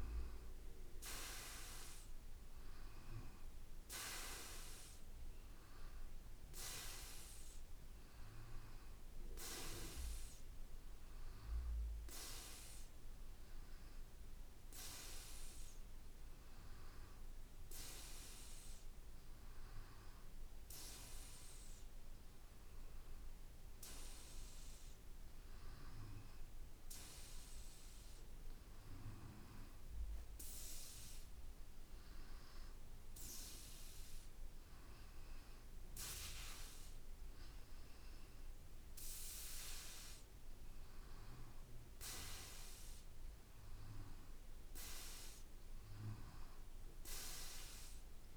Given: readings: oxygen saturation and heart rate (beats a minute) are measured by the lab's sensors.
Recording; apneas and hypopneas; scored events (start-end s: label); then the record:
breathing in sleep by a room microphone; none
43.50-48.36 s: drop in pulse transit time (device-marked, heart rate 58 before, 58 extreme)
From the record:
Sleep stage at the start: N2 (light sleep); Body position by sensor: on the back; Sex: male